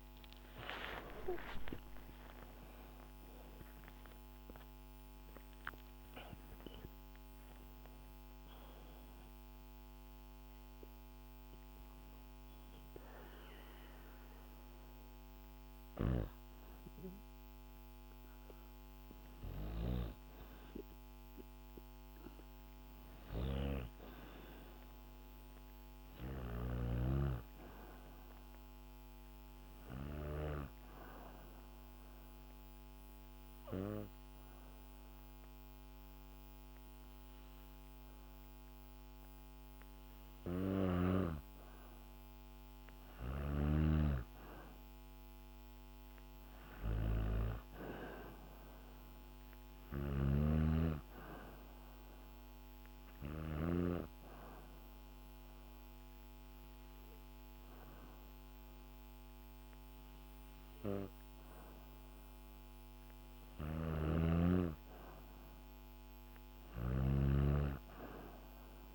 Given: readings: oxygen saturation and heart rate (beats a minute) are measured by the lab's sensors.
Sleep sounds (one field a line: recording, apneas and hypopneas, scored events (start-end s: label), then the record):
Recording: a person partly awake in a sleep study, by a microphone on the trachea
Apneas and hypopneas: 2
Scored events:
19.50-68.95 s: new sleep stage, N2 (light sleep)
30.50-41.00 s: obstructive apnea (oxygen 100% before, 95% lowest, heart rate 71 before, 62 extreme, up 6 after)
44.00-47.00 s: arousal
49.50-51.00 s: arousal
49.50-53.50 s: snoring (device-marked)
52.00-64.00 s: hypopnea (oxygen 99% before, 94% lowest, heart rate 64 before, 70 extreme, up 3 after)
63.00-68.95 s: snoring (device-marked)
From the record:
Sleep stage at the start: awake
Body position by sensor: on the back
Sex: female